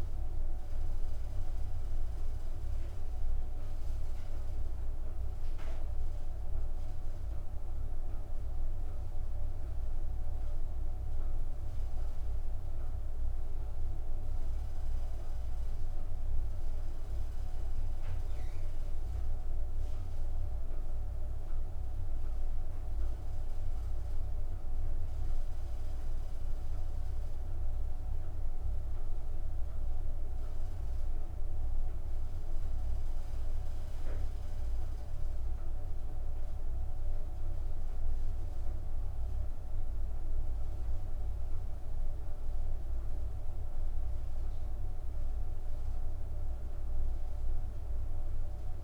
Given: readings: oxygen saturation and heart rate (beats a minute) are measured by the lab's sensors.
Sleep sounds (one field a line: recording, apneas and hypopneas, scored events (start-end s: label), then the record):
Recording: breathing in sleep, hard to hear, by a room microphone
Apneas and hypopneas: 1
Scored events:
4.50-35.00 s: obstructive apnea (oxygen 97% before, 95% lowest, heart rate 59 before, 57 extreme, up 11 after)
36.50-41.00 s: arousal
From the record:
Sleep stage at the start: N2 (light sleep)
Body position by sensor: on the back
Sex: female